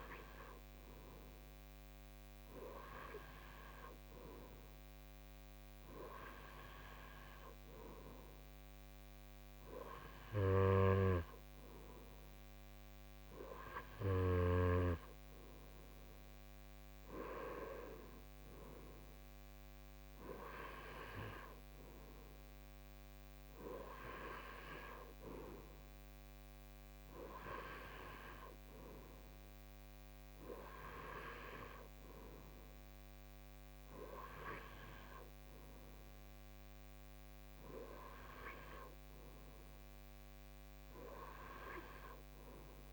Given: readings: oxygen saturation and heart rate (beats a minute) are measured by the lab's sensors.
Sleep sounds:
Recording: breathing in sleep by a microphone on the trachea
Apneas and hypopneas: none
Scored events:
none scored
From the record:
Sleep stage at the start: N2 (light sleep)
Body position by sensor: on the right side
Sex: male

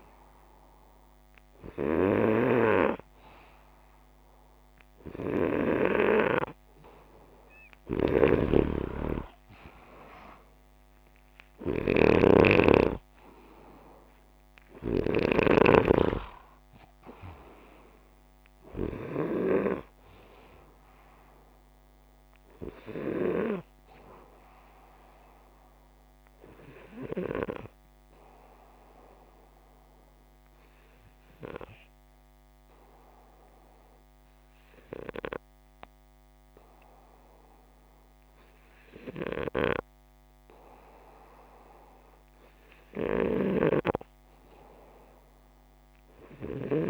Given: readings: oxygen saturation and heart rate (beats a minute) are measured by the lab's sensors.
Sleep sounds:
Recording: breathing in sleep by a microphone on the trachea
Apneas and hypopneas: 1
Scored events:
0.00-1.00 s: arousal
7.50-15.00 s: snoring (device-marked)
12.50-18.50 s: oxygen desaturation (device-marked, oxygen 91% before, 88% lowest, heart rate 63 before, 60 extreme)
19.00-23.50 s: arousal
27.00-39.00 s: hypopnea (oxygen 91% before, 88% lowest, heart rate 66 before, 61 extreme, up 3 after)
40.50-44.50 s: arousal
From the record:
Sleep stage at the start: N2 (light sleep)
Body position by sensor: upright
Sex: male

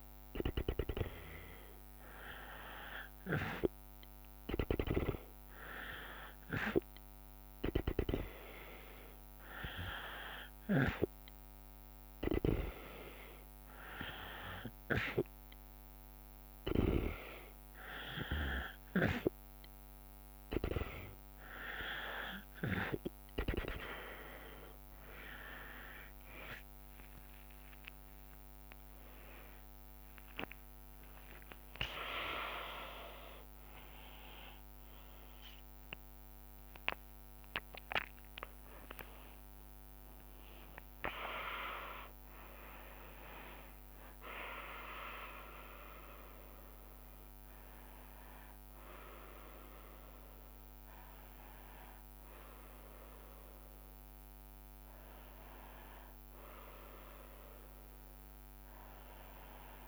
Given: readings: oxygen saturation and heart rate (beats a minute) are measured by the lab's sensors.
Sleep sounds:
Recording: a person awake in a sleep study, by a microphone on the trachea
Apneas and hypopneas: none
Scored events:
17.50-59.88 s: new sleep stage, awake
29.50-50.50 s: drop in pulse transit time (device-marked, heart rate 72 before, 69 extreme)
37.50-43.50 s: tachycardia (device-marked, heart rate 78 before, 116 extreme)
From the record:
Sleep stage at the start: N2 (light sleep)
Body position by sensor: on the right side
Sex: female

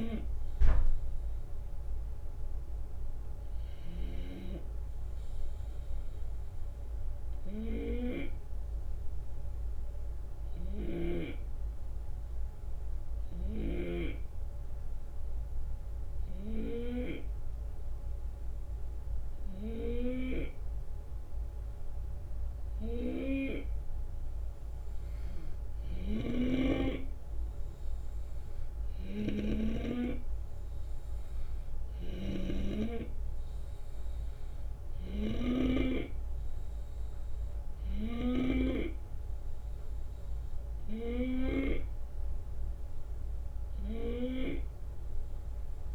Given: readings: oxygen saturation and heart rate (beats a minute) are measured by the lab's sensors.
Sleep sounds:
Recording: breathing in sleep by a room microphone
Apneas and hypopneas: 1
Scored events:
0.00-3.00 s: drop in pulse transit time (device-marked, heart rate 76 extreme)
0.00-4.50 s: snoring (device-marked)
7.50-21.50 s: hypopnea (oxygen 91% before, 89% lowest, heart rate 77 before, 71 extreme, up 7 after)
13.00-16.50 s: snoring (device-marked)
24.50-27.50 s: arousal
26.00-38.50 s: snoring (device-marked)
From the record:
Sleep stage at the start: N2 (light sleep)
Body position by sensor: on the left side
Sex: male

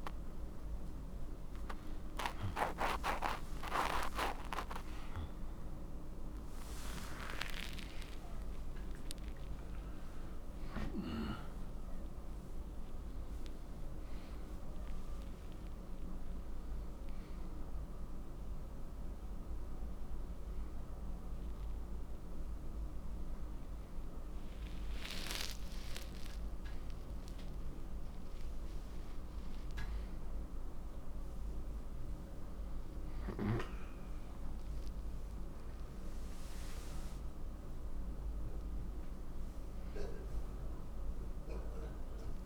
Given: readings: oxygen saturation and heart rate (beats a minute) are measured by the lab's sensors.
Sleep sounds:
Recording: a person awake in a sleep study, by a room microphone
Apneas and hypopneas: none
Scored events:
38.00-42.46 s: new sleep stage, N1 (lightest sleep)
From the record:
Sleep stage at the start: awake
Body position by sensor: on the right side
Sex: male

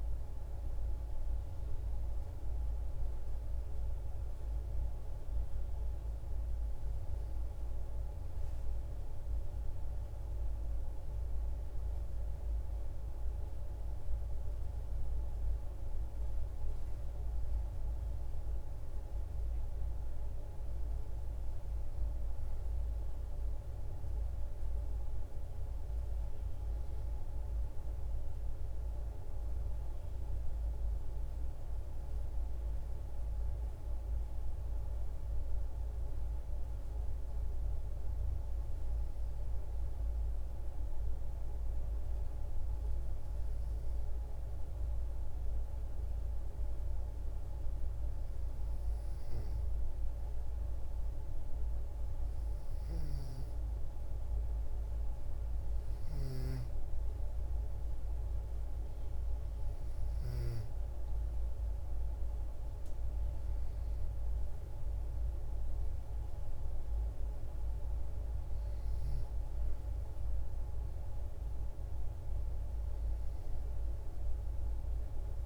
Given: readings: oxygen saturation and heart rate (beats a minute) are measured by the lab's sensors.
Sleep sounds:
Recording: breathing in sleep, hard to hear, by a room microphone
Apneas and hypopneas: none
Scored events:
none scored
From the record:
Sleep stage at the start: N2 (light sleep)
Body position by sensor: on the back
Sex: female

